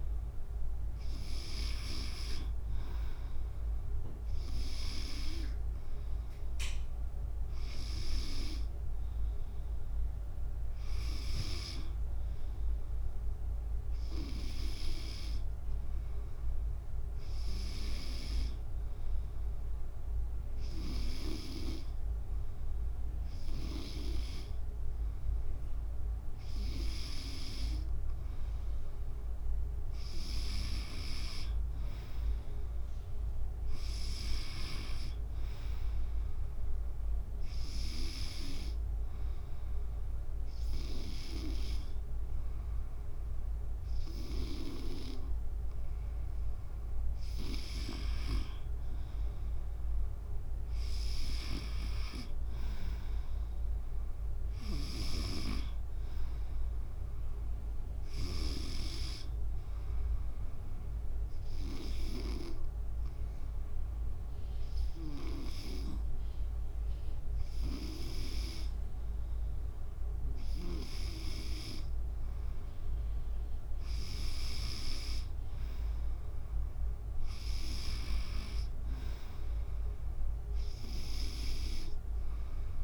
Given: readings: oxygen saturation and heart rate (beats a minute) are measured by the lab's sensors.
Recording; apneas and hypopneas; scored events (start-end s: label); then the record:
breathing in sleep by a room microphone; 2
39.50-49.50 s: obstructive apnea (oxygen 96% before, 92% lowest, heart rate 72 before, 70 extreme, up 4 after)
52.50-55.50 s: arousal
55.50-67.50 s: oxygen desaturation (device-marked, oxygen 96% before, 92% lowest, heart rate 72 before, 53 extreme)
60.50-70.50 s: hypopnea (oxygen 96% before, 92% lowest, heart rate 72 before, 53 extreme, up 1 after)
73.00-76.50 s: arousal
76.50-82.84 s: drop in pulse transit time (device-marked, heart rate 71 before, 53 extreme)
80.50-82.84 s: oxygen desaturation (device-marked, oxygen 96% before, 92% lowest, heart rate 67 before, 71 extreme)
From the record:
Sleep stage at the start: N2 (light sleep); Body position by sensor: on the back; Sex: female